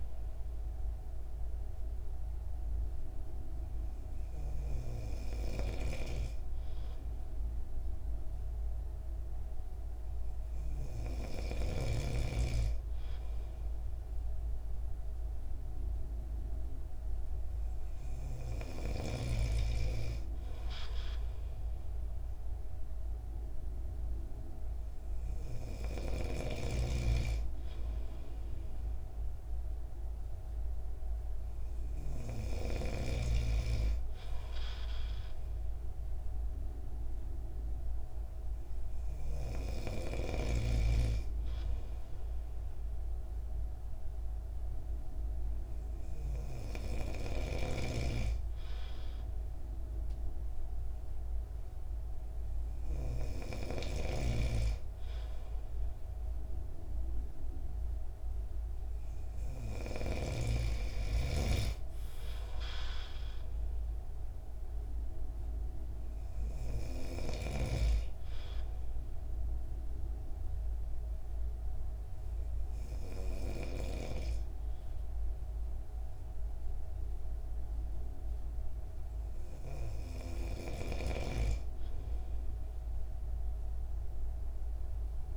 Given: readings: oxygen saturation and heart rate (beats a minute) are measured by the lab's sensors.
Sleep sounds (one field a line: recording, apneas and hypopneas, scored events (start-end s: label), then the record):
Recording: breathing in sleep by a room microphone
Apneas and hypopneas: 1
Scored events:
5.50-12.00 s: snoring (device-marked)
64.00-67.00 s: arousal
69.50-81.00 s: hypopnea (oxygen 96% before, 93% lowest)
83.00-85.37 s: arousal
From the record:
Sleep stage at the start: N2 (light sleep)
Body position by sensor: on the right side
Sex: male